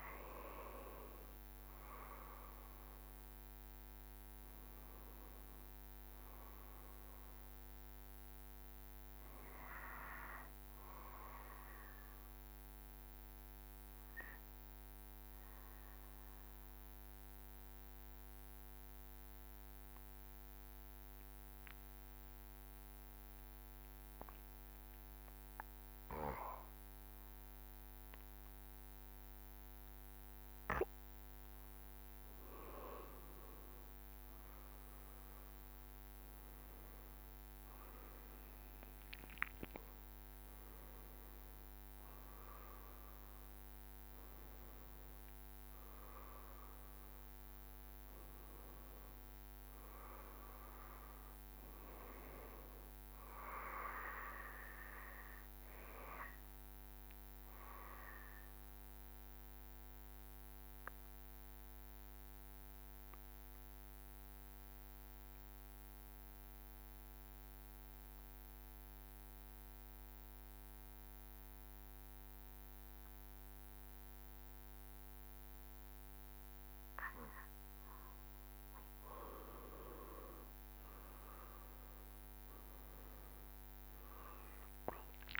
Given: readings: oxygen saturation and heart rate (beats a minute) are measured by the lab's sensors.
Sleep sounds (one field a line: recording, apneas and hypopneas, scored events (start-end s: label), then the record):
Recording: breathing in sleep by a microphone on the trachea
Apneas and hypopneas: 2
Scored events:
3.50-7.50 s: arousal
11.50-32.50 s: obstructive apnea (oxygen 96% before, 93% lowest, heart rate 70 before, 66 extreme, up 4 after)
26.50-56.50 s: oxygen desaturation (device-marked, oxygen 96% before, 93% lowest, heart rate 67 before, 65 extreme)
34.50-38.50 s: arousal
57.50-78.00 s: obstructive apnea (oxygen 95% before, 91% lowest, heart rate 72 before, 65 extreme, up 6 after)
76.50-85.40 s: oxygen desaturation (device-marked, oxygen 96% before, 93% lowest, heart rate 65 before, 64 extreme)
80.50-84.50 s: arousal
From the record:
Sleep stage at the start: N2 (light sleep)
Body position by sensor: on the back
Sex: male